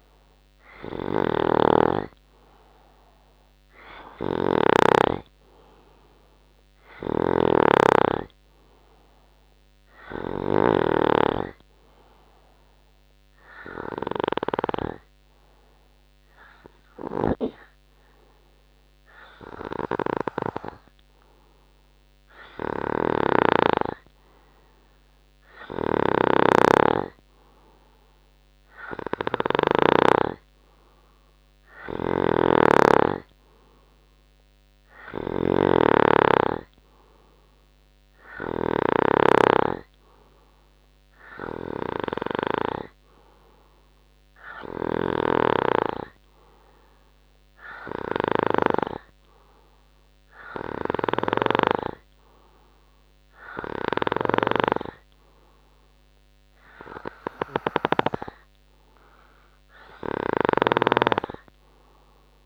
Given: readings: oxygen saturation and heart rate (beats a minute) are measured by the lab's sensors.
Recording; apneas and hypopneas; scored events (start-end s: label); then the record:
breathing in sleep by a microphone on the trachea; none
0.00-5.00 s: snoring (device-marked)
7.00-11.00 s: snoring (device-marked)
17.00-30.00 s: snoring (device-marked)
32.00-39.00 s: snoring (device-marked)
45.00-49.00 s: snoring (device-marked)
51.00-54.50 s: snoring (device-marked)
60.50-62.46 s: snoring (device-marked)
From the record:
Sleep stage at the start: N2 (light sleep); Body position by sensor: on the right side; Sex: male